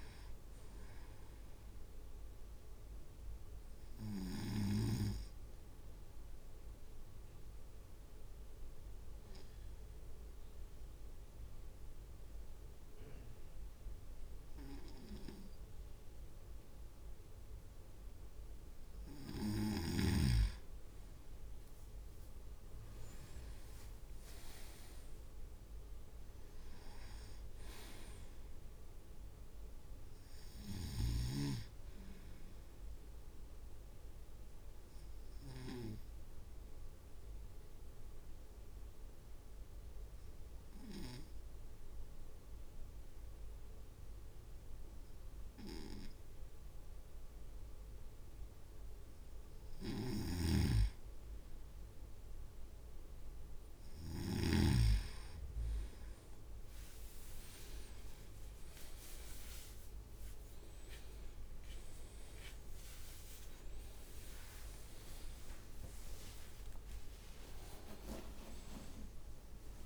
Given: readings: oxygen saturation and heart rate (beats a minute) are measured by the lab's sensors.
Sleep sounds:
breathing in sleep by a room microphone; 2
3.50-19.00 s: obstructive apnea (oxygen 98% before, 95% lowest, heart rate 54 before, 49 extreme, up 7 after)
22.00-25.50 s: arousal
22.00-34.00 s: drop in pulse transit time (device-marked, heart rate 51 before, 49 extreme)
34.00-50.00 s: obstructive apnea (oxygen 98% before, 95% lowest, heart rate 53 before, 51 extreme, up 1 after)
50.00-54.50 s: snoring (device-marked)
58.00-65.00 s: arousal
61.00-69.86 s: drop in pulse transit time (device-marked, heart rate 54 before, 59 extreme)
65.00-67.00 s: leg movement (device-marked)
66.00-69.86 s: oxygen desaturation (device-marked, oxygen 98% before, 95% lowest, heart rate 57 before, 49 extreme)
From the record:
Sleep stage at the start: N2 (light sleep); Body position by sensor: on the right side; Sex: male

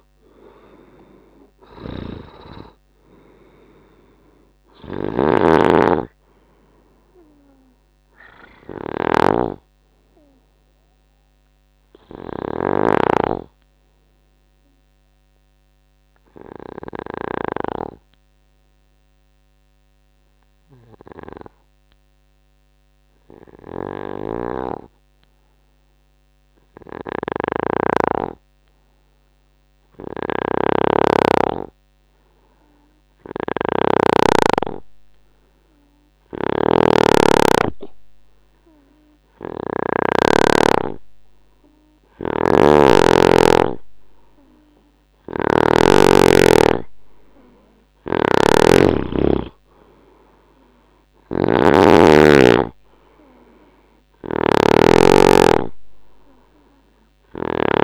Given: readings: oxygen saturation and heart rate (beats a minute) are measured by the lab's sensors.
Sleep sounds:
breathing in sleep by a microphone on the trachea; 1
0.00-25.00 s: oxygen desaturation (device-marked, oxygen 88% lowest, heart rate 68 extreme)
1.50-17.50 s: snoring (device-marked)
14.50-42.00 s: hypopnea (oxygen 99% before, 88% lowest, heart rate 77 before, 70 extreme, up 25 after)
24.00-40.00 s: snoring (device-marked)
38.00-57.83 s: oxygen desaturation (device-marked, oxygen 99% before, 91% lowest, heart rate 75 before, 66 extreme)
42.00-57.83 s: snoring (device-marked)
49.00-53.00 s: arousal
From the record:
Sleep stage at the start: N2 (light sleep); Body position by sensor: on the right side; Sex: male

